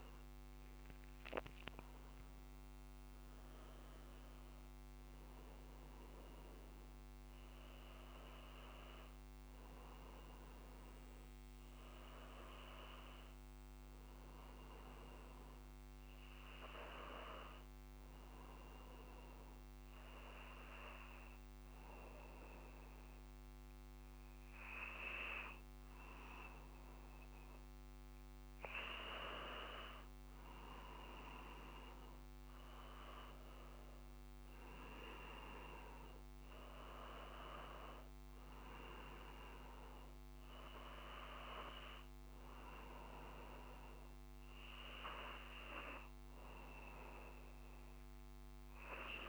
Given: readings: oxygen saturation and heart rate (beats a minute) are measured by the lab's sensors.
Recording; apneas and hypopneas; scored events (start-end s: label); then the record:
breathing in sleep by a microphone on the trachea; none
none scored
From the record:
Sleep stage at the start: N2 (light sleep); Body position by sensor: on the back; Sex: male